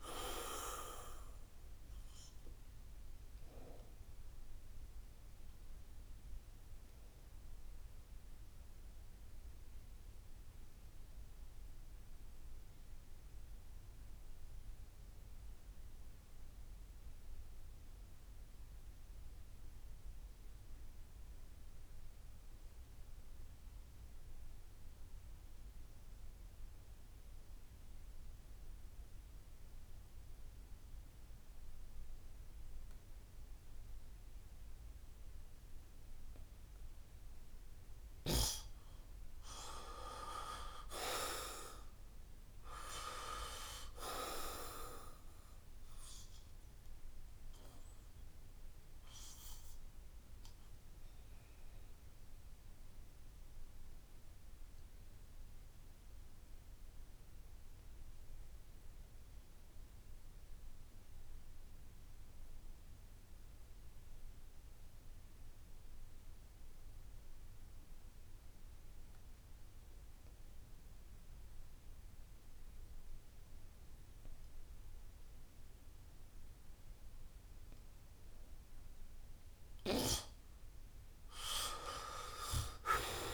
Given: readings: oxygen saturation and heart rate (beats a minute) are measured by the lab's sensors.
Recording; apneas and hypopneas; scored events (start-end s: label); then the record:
breathing in sleep by a room microphone; 2
0.00-20.50 s: oxygen desaturation (device-marked, oxygen 77% lowest, heart rate 64 extreme)
3.00-36.00 s: obstructive apnea (oxygen 95% before, 77% lowest, heart rate 73 before, 64 extreme, up 9 after)
20.00-22.00 s: long interval between heartbeats (device-marked, heart rate 69 before, 72 extreme)
23.00-25.00 s: long interval between heartbeats (device-marked, heart rate 68 before, 70 extreme)
34.50-67.50 s: oxygen desaturation (device-marked, oxygen 96% before, 78% lowest, heart rate 69 before, 67 extreme)
38.50-42.00 s: arousal
51.00-78.00 s: obstructive apnea (oxygen 97% before, 77% lowest, heart rate 72 before, 66 extreme, up 8 after)
56.00-58.00 s: long interval between heartbeats (device-marked, heart rate 73 before, 76 extreme)
59.50-61.50 s: long interval between heartbeats (device-marked, heart rate 73 before, 70 extreme)
67.00-69.00 s: long interval between heartbeats (device-marked, heart rate 72 before, 72 extreme)
69.50-83.34 s: oxygen desaturation (device-marked, oxygen 96% before, 77% lowest, heart rate 72 before, 66 extreme)
81.00-83.34 s: arousal
From the record:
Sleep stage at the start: N2 (light sleep); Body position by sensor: on the back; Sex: male